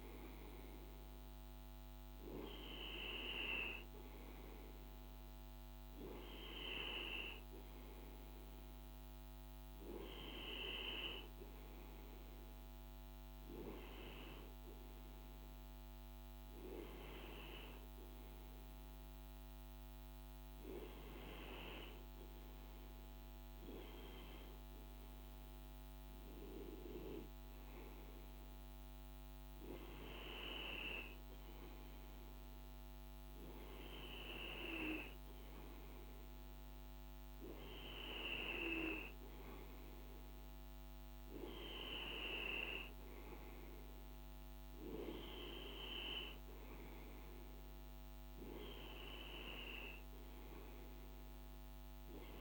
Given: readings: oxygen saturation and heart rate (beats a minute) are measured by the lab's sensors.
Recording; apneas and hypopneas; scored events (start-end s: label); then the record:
breathing in sleep by a microphone on the trachea; none
none scored
From the record:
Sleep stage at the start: N2 (light sleep); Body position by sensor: on the right side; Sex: male